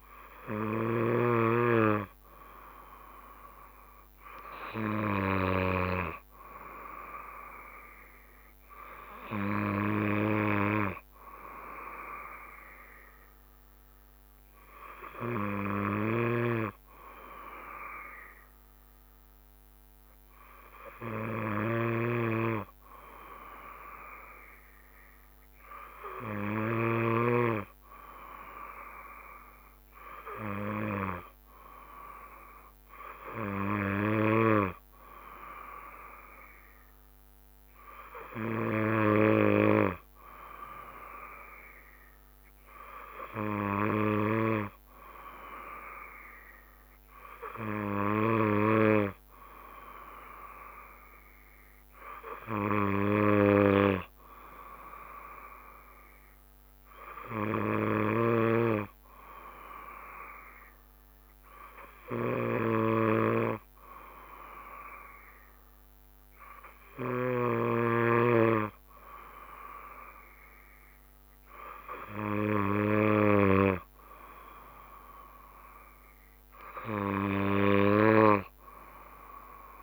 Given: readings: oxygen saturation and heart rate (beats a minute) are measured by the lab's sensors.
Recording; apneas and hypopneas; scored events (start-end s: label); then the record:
breathing in sleep by a microphone on the trachea; none
16.50-27.50 s: snoring (device-marked)
From the record:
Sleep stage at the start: N2 (light sleep); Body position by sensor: on the back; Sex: male